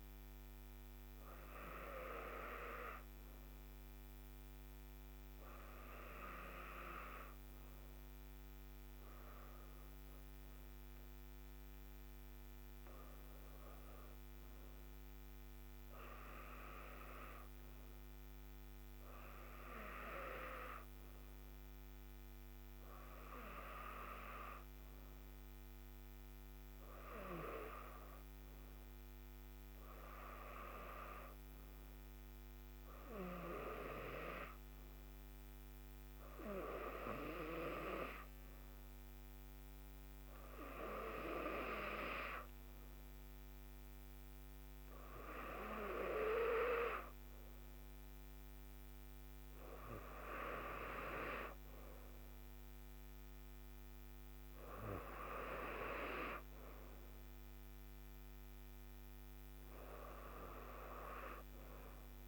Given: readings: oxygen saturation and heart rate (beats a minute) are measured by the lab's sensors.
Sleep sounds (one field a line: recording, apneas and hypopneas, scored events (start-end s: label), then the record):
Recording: breathing in sleep by a microphone on the trachea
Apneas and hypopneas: none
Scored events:
none scored
From the record:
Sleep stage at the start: N2 (light sleep)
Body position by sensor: on the right side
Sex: female